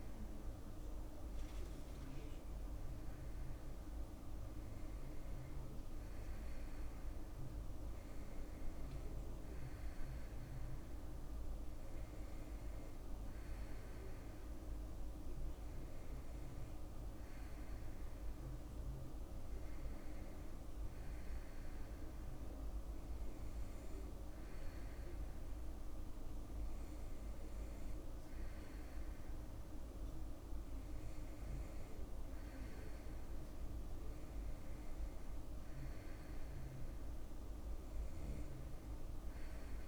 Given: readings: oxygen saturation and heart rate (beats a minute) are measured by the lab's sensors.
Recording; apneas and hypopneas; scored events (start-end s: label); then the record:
a person awake in a sleep study, hard to hear, by a room microphone; none
none scored
From the record:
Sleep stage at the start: awake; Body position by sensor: on the right side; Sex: male